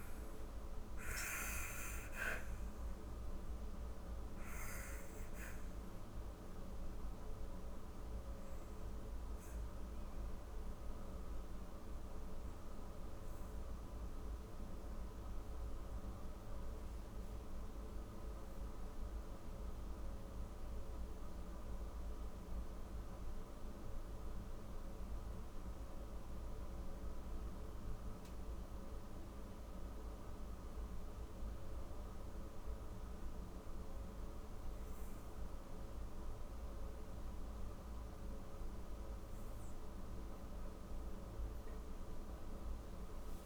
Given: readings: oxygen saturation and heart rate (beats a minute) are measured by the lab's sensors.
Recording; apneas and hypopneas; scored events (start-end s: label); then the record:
breathing in sleep, hard to hear, by a room microphone; 1
0.00-19.00 s: oxygen desaturation (device-marked, oxygen 87% lowest, heart rate 40 extreme)
1.50-21.50 s: obstructive apnea (oxygen 98% before, 85% lowest, heart rate 78 before, 40 extreme, up 10 after)
24.00-28.50 s: arousal
35.00-43.46 s: oxygen desaturation (device-marked, oxygen 98% before, 91% lowest, heart rate 53 before, 50 extreme)
From the record:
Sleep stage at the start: N2 (light sleep); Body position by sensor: on the back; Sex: female